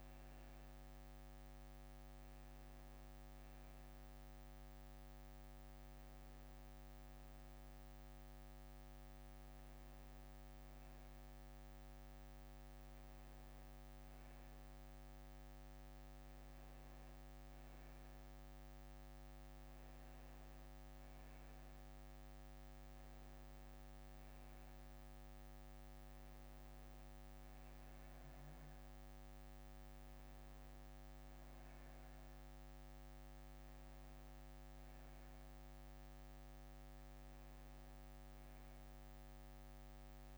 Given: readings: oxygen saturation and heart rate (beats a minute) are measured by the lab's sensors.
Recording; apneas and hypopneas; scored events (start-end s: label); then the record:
breathing in sleep, hard to hear, by a microphone on the trachea; none
5.00-12.00 s: bradycardia (device-marked, heart rate 67 before, 58 extreme)
27.00-38.00 s: bradycardia (device-marked, heart rate 67 before, 58 extreme)
From the record:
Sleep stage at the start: N1 (lightest sleep); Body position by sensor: on the back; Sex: male